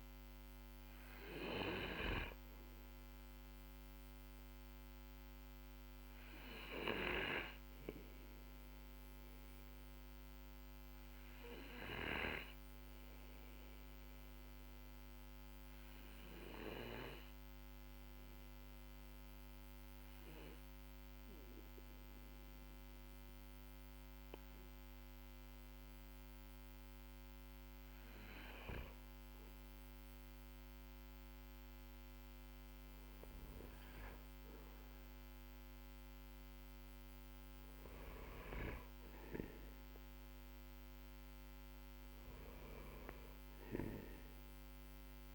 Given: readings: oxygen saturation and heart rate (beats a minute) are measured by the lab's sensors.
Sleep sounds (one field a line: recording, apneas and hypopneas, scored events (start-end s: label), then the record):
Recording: breathing in sleep by a microphone on the trachea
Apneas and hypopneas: 1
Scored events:
0.00-5.50 s: oxygen desaturation (device-marked, oxygen 93% lowest, heart rate 46 extreme)
1.00-24.50 s: obstructive apnea (oxygen 97% before, 92% lowest, heart rate 52 before, 43 extreme, up 13 after)
28.00-33.00 s: arousal
From the record:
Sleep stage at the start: N2 (light sleep)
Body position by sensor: on the right side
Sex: male